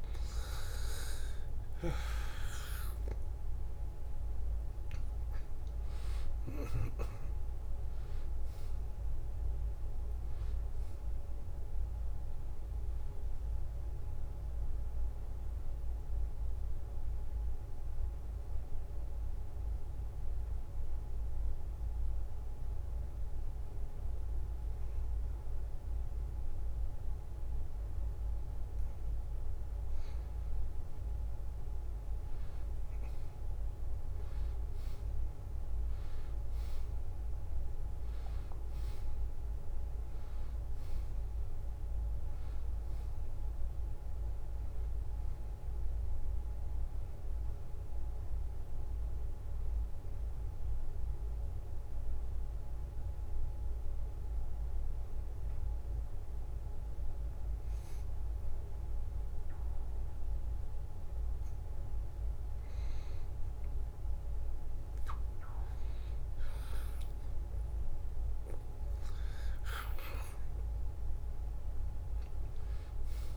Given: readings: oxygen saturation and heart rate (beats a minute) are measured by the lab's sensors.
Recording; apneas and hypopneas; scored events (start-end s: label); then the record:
breathing in sleep, hard to hear, by a room microphone; 2
0.00-3.50 s: arousal
2.00-35.00 s: oxygen desaturation (device-marked, oxygen 94% before, 87% lowest, heart rate 72 before, 71 extreme)
4.00-22.00 s: drop in pulse transit time (device-marked, heart rate 72 before, 74 extreme)
17.50-30.00 s: hypopnea (oxygen 94% before, 87% lowest, heart rate 75 before, 71 extreme, up 1 after)
33.00-37.50 s: arousal
48.50-63.50 s: hypopnea (oxygen 96% before, 90% lowest, heart rate 74 before, 72 extreme, up 2 after)
67.00-71.50 s: arousal
72.00-73.37 s: oxygen desaturation (device-marked, oxygen 95% before, 90% lowest, heart rate 73 before, 70 extreme)
From the record:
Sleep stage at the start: N2 (light sleep); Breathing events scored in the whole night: 252 in 4.2 hours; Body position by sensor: on the back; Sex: male